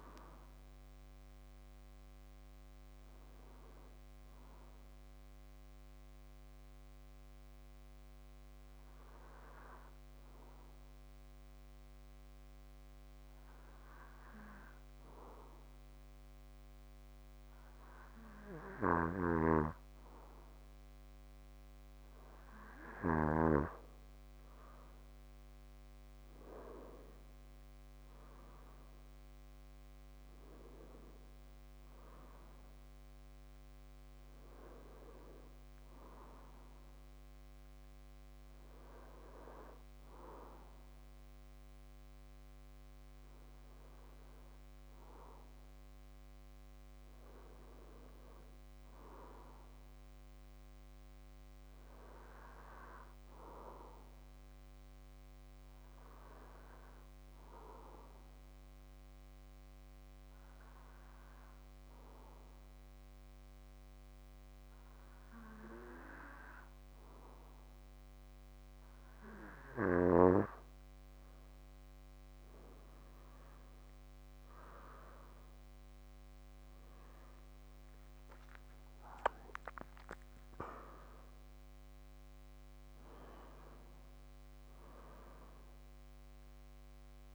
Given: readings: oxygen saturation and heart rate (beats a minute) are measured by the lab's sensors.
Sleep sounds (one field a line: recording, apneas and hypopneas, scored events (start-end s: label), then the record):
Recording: breathing in sleep by a microphone on the trachea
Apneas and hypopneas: 2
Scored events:
7.50-20.00 s: hypopnea (oxygen 96% before, 93% lowest, heart rate 61 before, 55 extreme, up 11 after)
18.50-23.00 s: snoring (device-marked)
24.00-29.00 s: arousal
58.50-69.50 s: obstructive apnea (oxygen 96% before, 91% lowest, heart rate 57 before, 55 extreme, up 16 after)
70.50-87.35 s: oxygen desaturation (device-marked, oxygen 96% before, 91% lowest, heart rate 57 before, 52 extreme)
76.00-81.00 s: arousal
From the record:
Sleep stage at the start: N2 (light sleep)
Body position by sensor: on the back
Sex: male